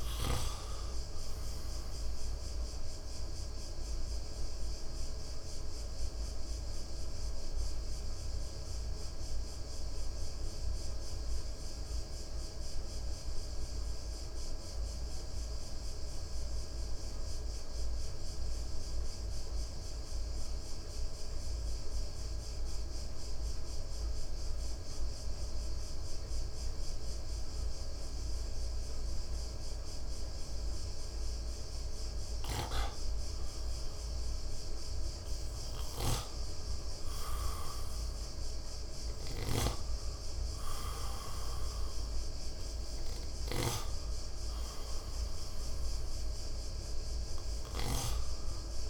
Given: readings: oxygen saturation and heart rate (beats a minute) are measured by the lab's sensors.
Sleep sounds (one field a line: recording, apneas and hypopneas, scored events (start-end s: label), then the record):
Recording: breathing in sleep by a room microphone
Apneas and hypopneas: 1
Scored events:
0.00-8.00 s: oxygen desaturation (device-marked, oxygen 90% lowest, heart rate 58 extreme)
3.50-36.00 s: mixed apnea (oxygen 96% before, 90% lowest, heart rate 63 before, 57 extreme, up 3 after)
31.00-48.90 s: oxygen desaturation (device-marked, oxygen 100% before, 92% lowest, heart rate 59 before, 57 extreme)
38.00-42.50 s: arousal
From the record:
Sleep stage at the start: N2 (light sleep)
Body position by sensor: on the right side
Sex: male